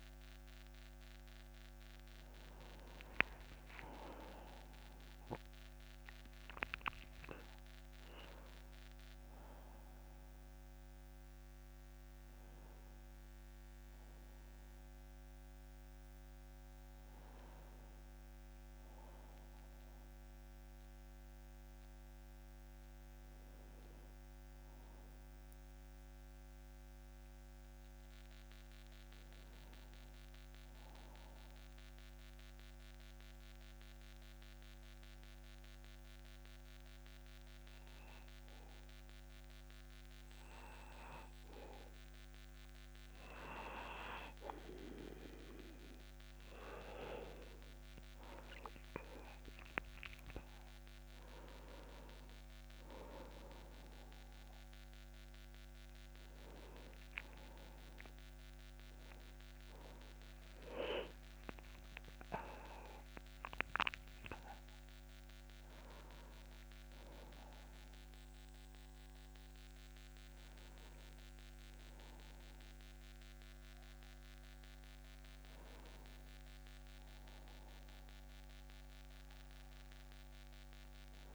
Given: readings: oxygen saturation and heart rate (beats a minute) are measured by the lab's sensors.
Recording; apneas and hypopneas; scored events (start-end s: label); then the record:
a person partly awake in a sleep study, by a microphone on the trachea; 1
25.00-27.00 s: tachycardia (device-marked, heart rate 66 before, 100 extreme)
30.00-81.35 s: new sleep stage, N1 (lightest sleep)
31.50-44.50 s: obstructive apnea (oxygen 98% before, 93% lowest, heart rate 84 before, 43 extreme)
36.00-40.00 s: tachycardia (device-marked, heart rate 72 before, 109 extreme)
47.00-51.00 s: arousal
51.00-73.00 s: oxygen desaturation (device-marked, oxygen 97% before, 93% lowest, heart rate 84 before, 41 extreme)
From the record:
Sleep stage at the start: awake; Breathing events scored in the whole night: 277 in 4.3 hours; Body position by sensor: on the back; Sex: male